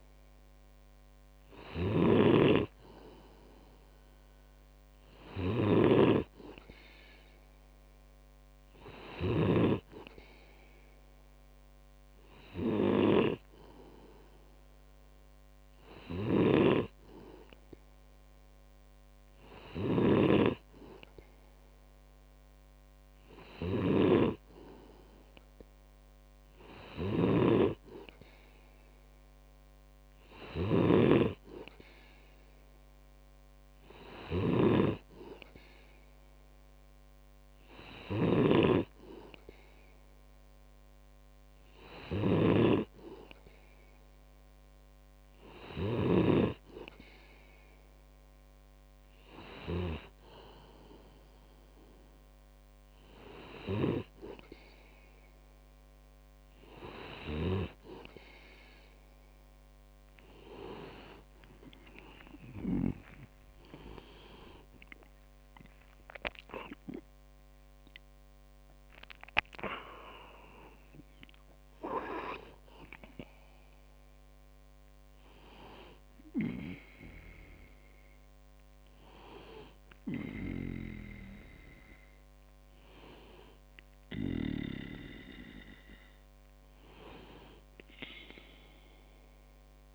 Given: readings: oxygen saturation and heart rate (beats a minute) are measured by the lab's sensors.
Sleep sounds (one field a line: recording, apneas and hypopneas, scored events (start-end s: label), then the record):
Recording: breathing in sleep by a microphone on the trachea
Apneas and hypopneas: none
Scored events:
0.00-9.50 s: snoring (device-marked)
16.00-20.50 s: snoring (device-marked)
27.00-46.50 s: snoring (device-marked)
63.00-68.00 s: arousal
From the record:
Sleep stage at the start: N2 (light sleep)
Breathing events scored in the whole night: 132 in 5.1 hours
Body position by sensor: on the back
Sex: male